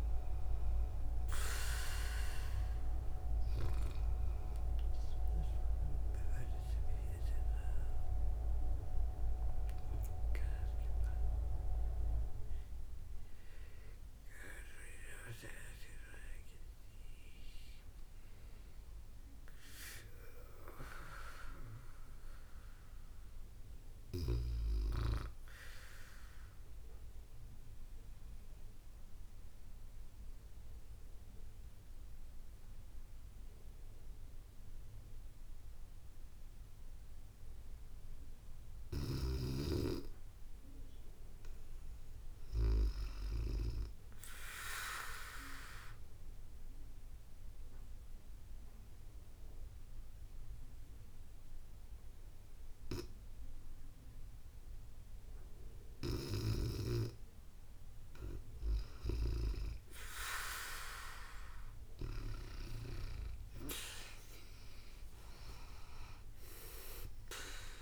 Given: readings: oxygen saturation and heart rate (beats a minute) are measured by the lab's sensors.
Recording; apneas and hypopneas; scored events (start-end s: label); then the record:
breathing in sleep by a room microphone; 3
5.00-16.00 s: obstructive apnea (oxygen 94% before, 93% lowest, heart rate 75 before, 63 extreme, up 1 after)
18.00-21.00 s: arousal
25.50-36.50 s: obstructive apnea (oxygen 98% before, 93% lowest, heart rate 74 before, 59 extreme)
38.00-41.00 s: arousal
44.50-55.00 s: obstructive apnea (oxygen 98% before, 93% lowest, heart rate 66 before, 59 extreme, up 17 after)
51.00-58.00 s: oxygen desaturation (device-marked, oxygen 97% before, 93% lowest, heart rate 65 before, 59 extreme)
53.00-55.00 s: bradycardia (device-marked, heart rate 70 before, 60 extreme)
61.00-66.00 s: arousal
From the record:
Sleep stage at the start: REM sleep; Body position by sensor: on the back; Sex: female